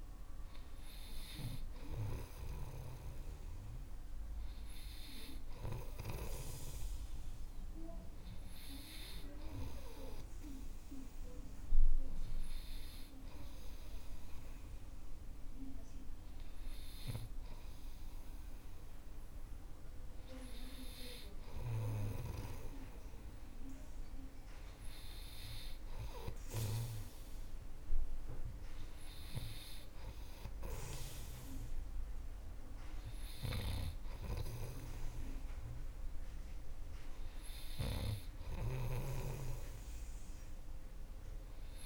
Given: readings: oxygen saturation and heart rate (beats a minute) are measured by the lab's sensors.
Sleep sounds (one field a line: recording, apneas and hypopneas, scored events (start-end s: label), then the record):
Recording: breathing in sleep by a room microphone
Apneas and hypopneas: none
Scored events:
33.50-38.50 s: snoring (device-marked)
From the record:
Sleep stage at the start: N3 (deep sleep)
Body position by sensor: on the right side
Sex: male